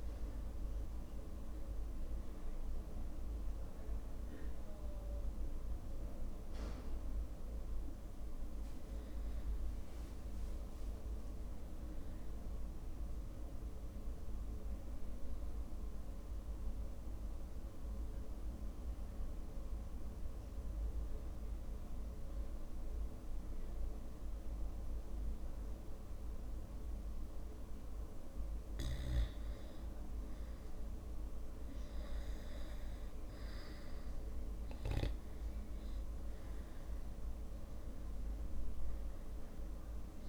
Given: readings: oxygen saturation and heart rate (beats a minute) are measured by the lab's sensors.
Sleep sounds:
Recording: breathing in sleep, hard to hear, by a room microphone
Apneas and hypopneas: 1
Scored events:
0.00-1.00 s: long interval between heartbeats (device-marked)
0.00-19.00 s: oxygen desaturation (device-marked, oxygen 93% lowest)
10.00-12.00 s: long interval between heartbeats (device-marked)
10.50-13.00 s: arousal
16.00-18.00 s: long interval between heartbeats (device-marked, heart rate 38 before, 30 extreme)
16.50-28.00 s: mixed apnea (oxygen 98% before, 95% lowest)
18.00-20.00 s: drop in pulse transit time (device-marked, heart rate 39 before, 30 extreme)
24.00-26.00 s: long interval between heartbeats (device-marked, heart rate 38 before, 28 extreme)
26.00-28.00 s: long interval between heartbeats (device-marked, heart rate 39 before, 35 extreme)
31.00-32.00 s: drop in pulse transit time (device-marked, heart rate 42 before, 53 extreme)
31.00-33.00 s: long interval between heartbeats (device-marked, heart rate 42 before, 53 extreme)
32.00-36.50 s: arousal
35.00-40.00 s: drop in pulse transit time (device-marked, heart rate 39 before, 28 extreme)
38.00-40.00 s: long interval between heartbeats (device-marked, heart rate 38 before, 36 extreme)
From the record:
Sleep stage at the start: N2 (light sleep)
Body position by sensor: on the back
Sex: male

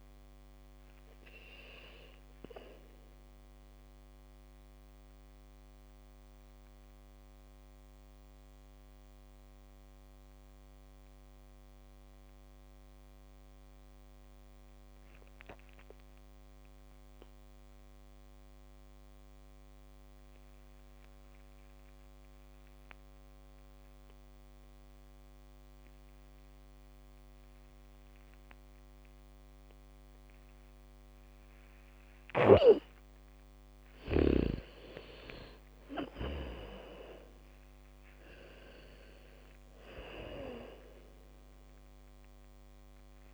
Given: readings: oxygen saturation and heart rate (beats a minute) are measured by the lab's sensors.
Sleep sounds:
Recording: breathing in sleep by a microphone on the trachea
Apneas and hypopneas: 1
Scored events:
0.00-23.00 s: oxygen desaturation (device-marked, oxygen 77% lowest, heart rate 52 extreme)
4.00-33.00 s: mixed apnea (oxygen 100% before, 74% lowest, heart rate 67 before, 52 extreme, up 4 after)
26.00-29.00 s: bradycardia (device-marked, heart rate 70 before, 60 extreme)
31.00-38.00 s: bradycardia (device-marked, heart rate 70 before, 52 extreme)
31.00-43.34 s: oxygen desaturation (device-marked, oxygen 100% before, 74% lowest, heart rate 70 before, 40 extreme)
34.50-39.00 s: arousal
From the record:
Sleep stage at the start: N2 (light sleep)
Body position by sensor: on the back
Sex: female

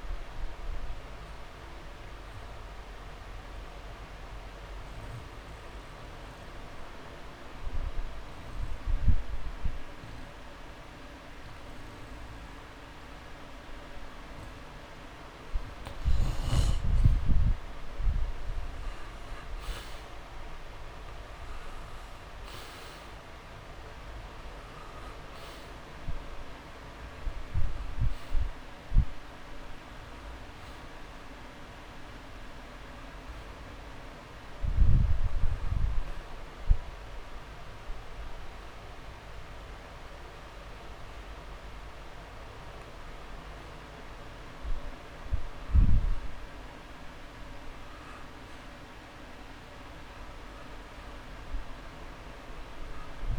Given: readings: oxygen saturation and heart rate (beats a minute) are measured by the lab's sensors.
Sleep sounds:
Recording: breathing in sleep, hard to hear, by a room microphone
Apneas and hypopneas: 1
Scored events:
2.50-16.50 s: mixed apnea (oxygen 99% before, 90% lowest)
11.50-13.50 s: long interval between heartbeats (device-marked)
19.00-22.50 s: arousal
26.00-45.00 s: oxygen desaturation (device-marked, oxygen 98% before, 90% lowest)
48.50-52.00 s: arousal
From the record:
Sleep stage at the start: N2 (light sleep)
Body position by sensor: on the back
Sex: male

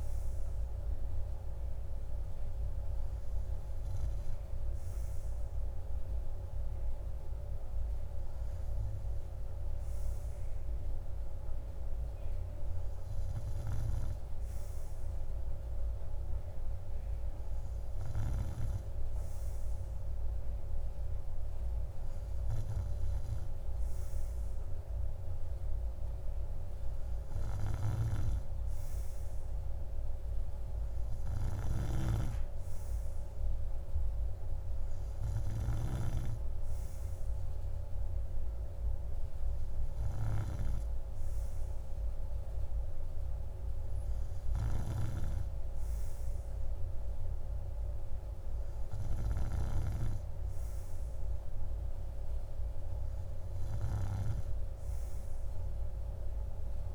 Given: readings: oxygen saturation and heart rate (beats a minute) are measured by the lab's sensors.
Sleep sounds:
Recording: breathing in sleep by a room microphone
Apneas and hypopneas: none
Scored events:
none scored
From the record:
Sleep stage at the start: N3 (deep sleep)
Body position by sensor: on the right side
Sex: male

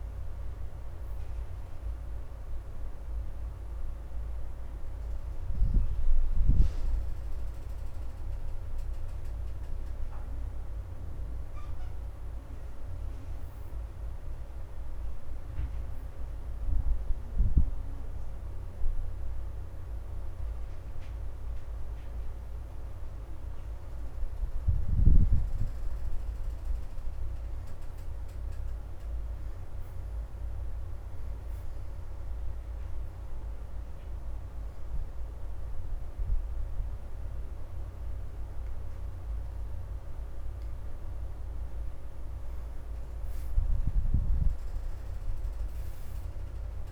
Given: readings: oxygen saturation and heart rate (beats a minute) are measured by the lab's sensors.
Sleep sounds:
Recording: breathing in sleep, hard to hear, by a room microphone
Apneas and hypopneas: 2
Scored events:
0.00-5.00 s: arousal
7.00-25.00 s: oxygen desaturation (device-marked, oxygen 82% before, 68% lowest, heart rate 83 before, 76 extreme)
16.50-27.00 s: hypopnea (oxygen 82% before, 68% lowest, heart rate 82 before, 78 extreme, up 2 after)
28.50-30.50 s: arousal
32.50-42.50 s: hypopnea (oxygen 85% before, 69% lowest, heart rate 78 before, 78 extreme, up 7 after)
35.00-46.92 s: oxygen desaturation (device-marked, oxygen 87% before, 70% lowest, heart rate 79 before, 78 extreme)
43.00-46.50 s: arousal
From the record:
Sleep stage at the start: N2 (light sleep)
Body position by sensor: on the back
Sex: female

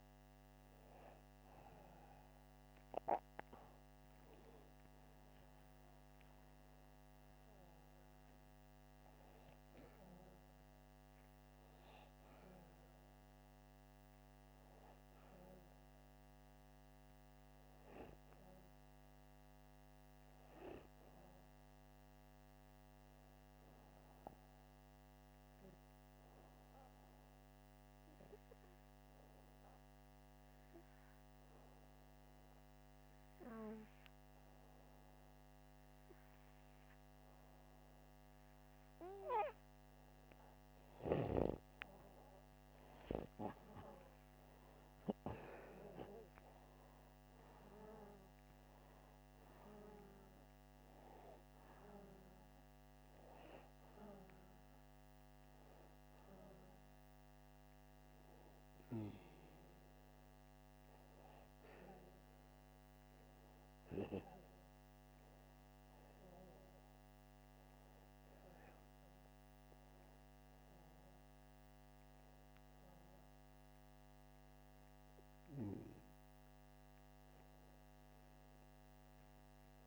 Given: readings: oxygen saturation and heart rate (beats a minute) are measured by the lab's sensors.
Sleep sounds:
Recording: breathing in sleep by a microphone on the trachea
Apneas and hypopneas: 1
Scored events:
30.50-40.50 s: hypopnea (oxygen 96% before, 88% lowest, heart rate 81 before, 77 extreme, up 8 after)
41.50-71.50 s: oxygen desaturation (device-marked, oxygen 96% before, 88% lowest, heart rate 79 before, 80 extreme)
42.50-46.50 s: arousal
From the record:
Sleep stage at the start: N2 (light sleep)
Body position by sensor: upright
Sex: male

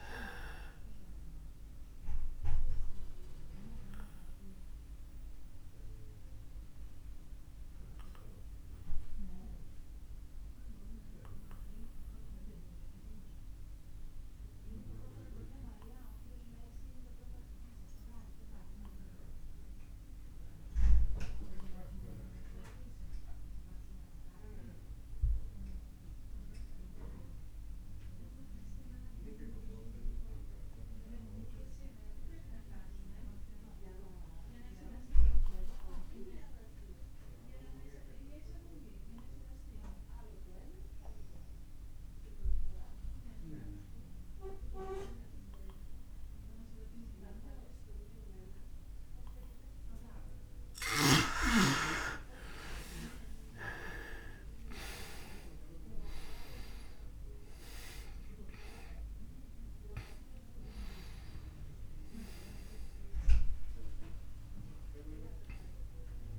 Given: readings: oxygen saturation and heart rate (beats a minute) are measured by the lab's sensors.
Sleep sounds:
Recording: breathing in sleep by a room microphone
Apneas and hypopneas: 1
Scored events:
0.00-19.50 s: oxygen desaturation (device-marked, oxygen 86% lowest)
0.50-48.50 s: obstructive apnea (oxygen 99% before, 80% lowest)
38.50-66.39 s: oxygen desaturation (device-marked, oxygen 99% before, 80% lowest)
54.50-59.50 s: arousal
From the record:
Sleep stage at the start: N2 (light sleep)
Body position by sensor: on the back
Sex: male

